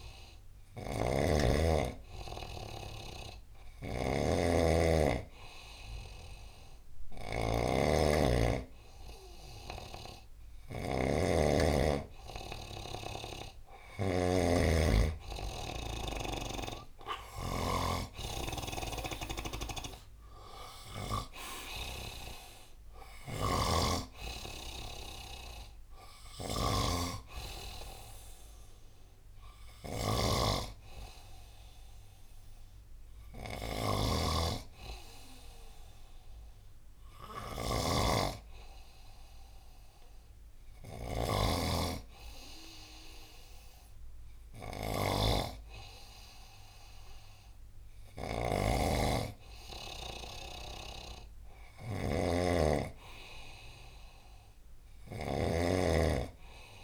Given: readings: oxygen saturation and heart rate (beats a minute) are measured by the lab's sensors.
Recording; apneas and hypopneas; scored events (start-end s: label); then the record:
breathing in sleep by a room microphone; 1
0.00-14.00 s: snoring (device-marked)
18.50-56.84 s: snoring (device-marked)
21.50-25.50 s: arousal
29.50-50.00 s: hypopnea (oxygen 95% before, 95% lowest, heart rate 81 before, 69 extreme, up 10 after)
53.50-56.50 s: arousal
From the record:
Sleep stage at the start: N2 (light sleep); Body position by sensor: on the right side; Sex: male